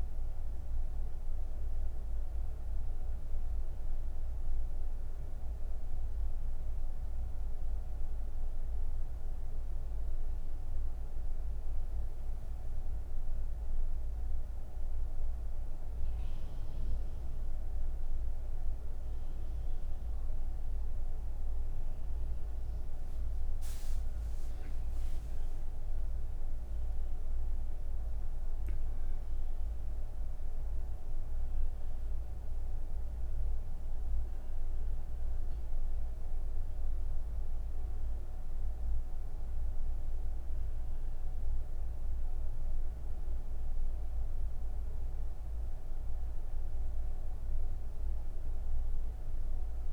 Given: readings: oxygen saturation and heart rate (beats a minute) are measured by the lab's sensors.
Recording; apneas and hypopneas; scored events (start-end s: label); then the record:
breathing in sleep, hard to hear, by a room microphone; none
36.50-49.93 s: oxygen desaturation (device-marked, oxygen 97% before, 90% lowest)
From the record:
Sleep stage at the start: N1 (lightest sleep); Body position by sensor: on the back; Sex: female